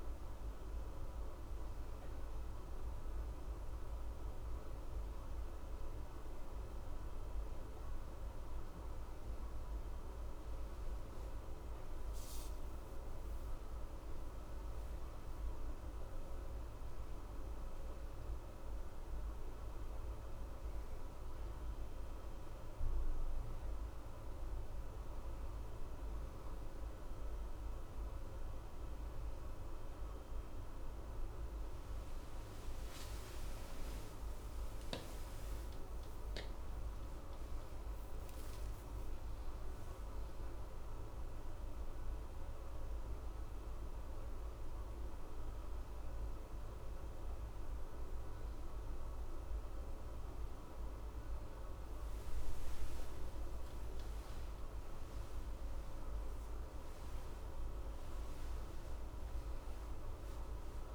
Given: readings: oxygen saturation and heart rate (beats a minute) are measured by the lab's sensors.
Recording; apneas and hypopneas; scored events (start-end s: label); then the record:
breathing in sleep, hard to hear, by a room microphone; none
37.00-42.50 s: arousal
From the record:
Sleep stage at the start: N1 (lightest sleep); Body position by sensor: on the left side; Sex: male